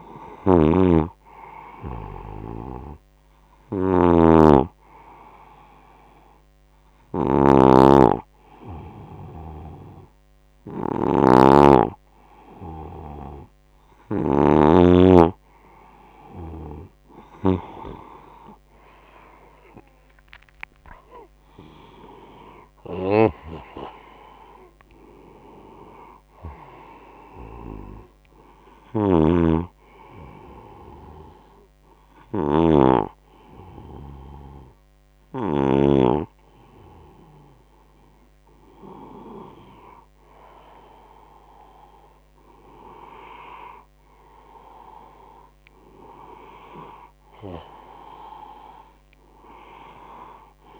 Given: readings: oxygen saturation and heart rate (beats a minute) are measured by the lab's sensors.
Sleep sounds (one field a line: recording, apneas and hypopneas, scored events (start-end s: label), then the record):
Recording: breathing in sleep by a microphone on the trachea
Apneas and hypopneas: 2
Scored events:
0.00-14.00 s: snoring (device-marked)
2.50-14.50 s: hypopnea (oxygen 96% before, 93% lowest, heart rate 77 before, 70 extreme, up 10 after)
16.50-20.50 s: arousal
22.50-35.50 s: snoring (device-marked)
29.00-39.00 s: hypopnea (oxygen 97% before, 93% lowest, heart rate 78 before, 69 extreme, up 21 after)
41.00-44.00 s: arousal
From the record:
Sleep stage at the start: N2 (light sleep)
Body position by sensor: on the right side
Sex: male